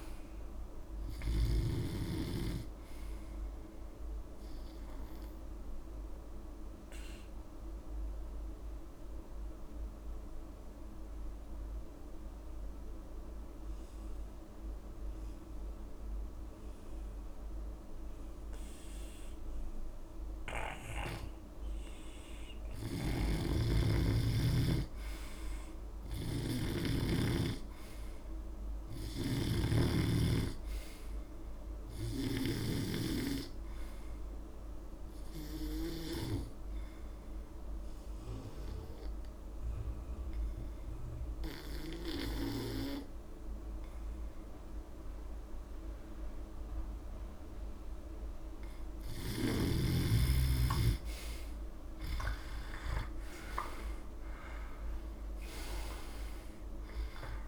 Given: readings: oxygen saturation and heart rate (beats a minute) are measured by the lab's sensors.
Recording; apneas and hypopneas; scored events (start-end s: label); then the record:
breathing in sleep by a room microphone; 2
5.00-22.00 s: obstructive apnea (oxygen 96% before, 88% lowest)
23.00-27.50 s: snoring (device-marked)
24.50-27.50 s: arousal
27.50-43.50 s: oxygen desaturation (device-marked, oxygen 98% before, 90% lowest)
29.50-42.50 s: snoring (device-marked)
35.00-48.00 s: hypopnea (oxygen 98% before, 88% lowest)
51.50-56.00 s: arousal
52.50-57.48 s: oxygen desaturation (device-marked, oxygen 94% before, 88% lowest)
From the record:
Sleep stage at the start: N2 (light sleep); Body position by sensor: on the back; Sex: male